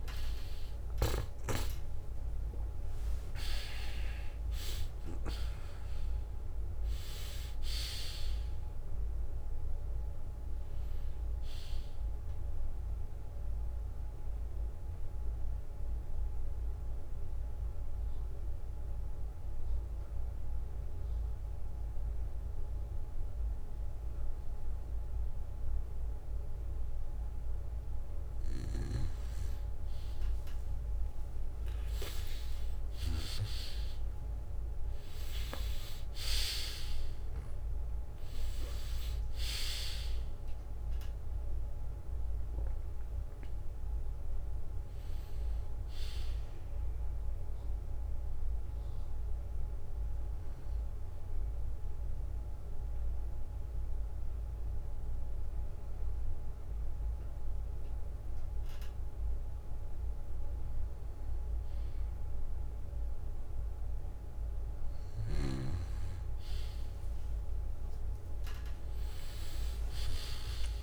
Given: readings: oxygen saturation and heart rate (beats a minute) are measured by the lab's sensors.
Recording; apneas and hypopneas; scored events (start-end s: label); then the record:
breathing in sleep by a room microphone; 2
1.00-5.50 s: arousal
15.50-28.00 s: obstructive apnea (oxygen 96% before, 92% lowest, heart rate 68 before, 59 extreme, up 11 after)
32.50-37.00 s: arousal
48.50-60.50 s: hypopnea (oxygen 96% before, 92% lowest, heart rate 68 before, 56 extreme, up 11 after)
49.50-54.50 s: bradycardia (device-marked, heart rate 64 before, 59 extreme)
51.50-65.50 s: oxygen desaturation (device-marked, oxygen 95% before, 92% lowest, heart rate 68 before, 57 extreme)
From the record:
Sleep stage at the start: N2 (light sleep); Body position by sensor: on the back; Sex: male